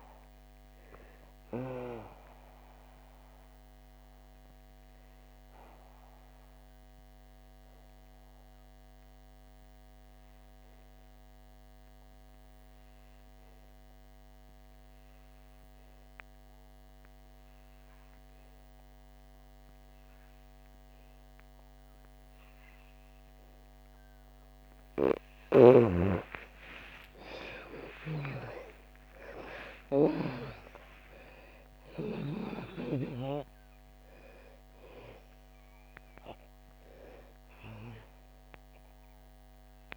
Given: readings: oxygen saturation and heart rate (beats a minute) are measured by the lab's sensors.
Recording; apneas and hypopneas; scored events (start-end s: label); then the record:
breathing in sleep by a microphone on the trachea; 1
0.00-12.00 s: oxygen desaturation (device-marked, oxygen 82% lowest, heart rate 39 extreme)
3.50-24.50 s: obstructive apnea (oxygen 98% before, 82% lowest, heart rate 63 before, 62 extreme)
17.00-39.97 s: oxygen desaturation (device-marked, oxygen 99% before, 82% lowest, heart rate 64 before, 62 extreme)
26.00-30.50 s: arousal
From the record:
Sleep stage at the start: N2 (light sleep); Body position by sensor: on the back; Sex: female